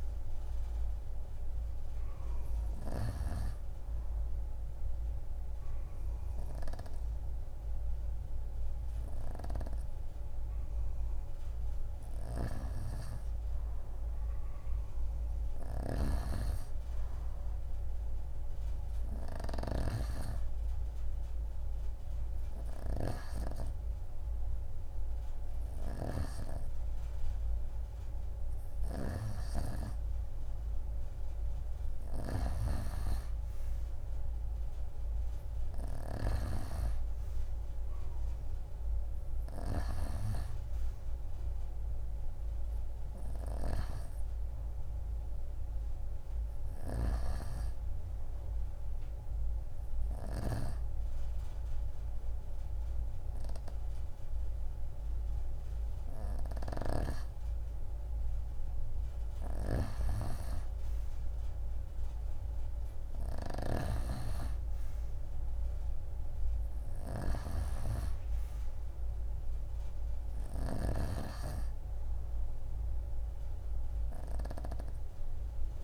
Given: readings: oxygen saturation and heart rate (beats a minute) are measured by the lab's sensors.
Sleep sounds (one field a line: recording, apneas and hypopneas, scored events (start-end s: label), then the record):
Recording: breathing in sleep by a room microphone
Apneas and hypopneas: 2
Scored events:
0.00-15.00 s: oxygen desaturation (device-marked, oxygen 89% lowest)
3.00-13.50 s: obstructive apnea (oxygen 93% before, 89% lowest)
12.00-16.00 s: snoring (device-marked)
16.00-19.50 s: arousal
22.00-32.00 s: oxygen desaturation (device-marked, oxygen 95% before, 90% lowest)
43.50-46.00 s: arousal
48.00-58.00 s: hypopnea (oxygen 94% before, 89% lowest)
56.50-60.00 s: snoring (device-marked)
61.00-65.50 s: arousal
69.00-75.84 s: oxygen desaturation (device-marked, oxygen 92% before, 89% lowest)
72.00-75.84 s: new sleep stage, N3 (deep sleep)
From the record:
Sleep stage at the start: N2 (light sleep)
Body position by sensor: on the right side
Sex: female